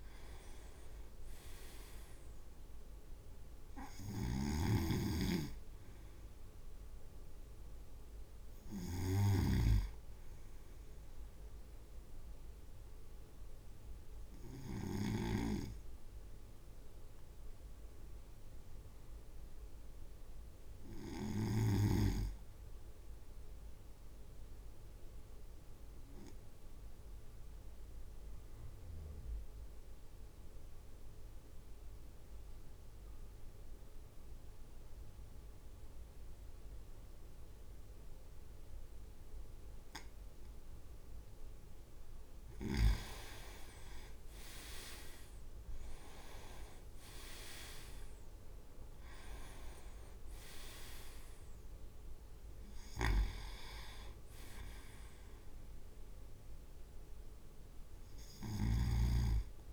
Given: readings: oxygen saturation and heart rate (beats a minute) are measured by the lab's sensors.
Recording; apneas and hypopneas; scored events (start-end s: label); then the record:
breathing in sleep by a room microphone; 1
0.00-9.50 s: drop in pulse transit time (device-marked, heart rate 55 extreme)
4.00-9.00 s: snoring (device-marked)
24.50-42.50 s: obstructive apnea (oxygen 98% before, 95% lowest, heart rate 56 before, 51 extreme, up 7 after)
44.50-58.50 s: drop in pulse transit time (device-marked, heart rate 54 before, 56 extreme)
45.00-49.50 s: arousal
46.50-47.50 s: leg movement (device-marked)
From the record:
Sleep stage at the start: N2 (light sleep); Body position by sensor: on the right side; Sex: male